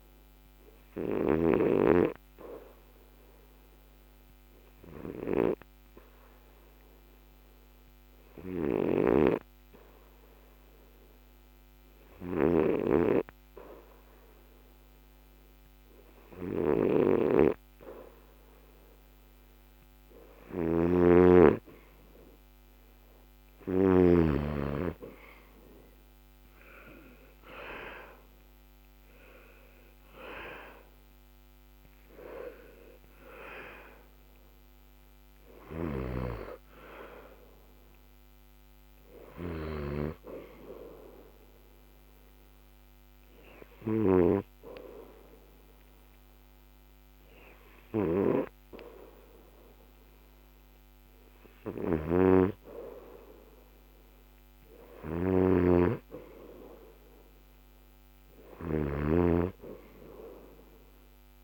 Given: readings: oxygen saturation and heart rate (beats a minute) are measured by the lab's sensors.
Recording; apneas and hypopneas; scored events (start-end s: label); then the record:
breathing in sleep by a microphone on the trachea; 1
0.00-16.50 s: oxygen desaturation (device-marked, oxygen 84% lowest, heart rate 62 extreme)
20.00-24.00 s: snoring (device-marked)
26.50-31.50 s: arousal
41.00-52.00 s: hypopnea (oxygen 87% before, 86% lowest, heart rate 82 before, 73 extreme, up 2 after)
51.50-59.00 s: snoring (device-marked)
60.00-61.44 s: arousal
From the record:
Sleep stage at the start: N2 (light sleep); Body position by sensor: on the back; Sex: male